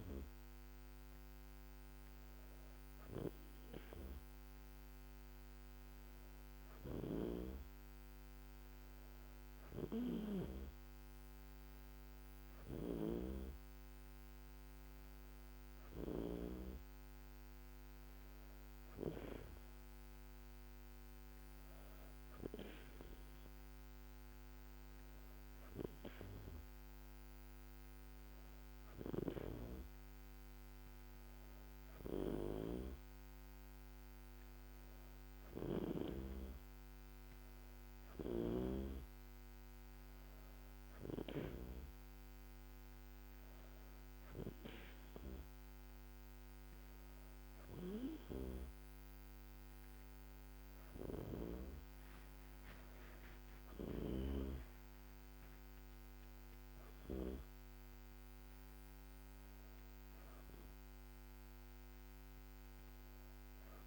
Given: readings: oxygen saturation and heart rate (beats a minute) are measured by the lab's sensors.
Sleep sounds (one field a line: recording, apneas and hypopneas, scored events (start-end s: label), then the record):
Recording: breathing in sleep by a microphone on the trachea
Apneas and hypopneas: none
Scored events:
none scored
From the record:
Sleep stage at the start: N2 (light sleep)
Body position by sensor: on the back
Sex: female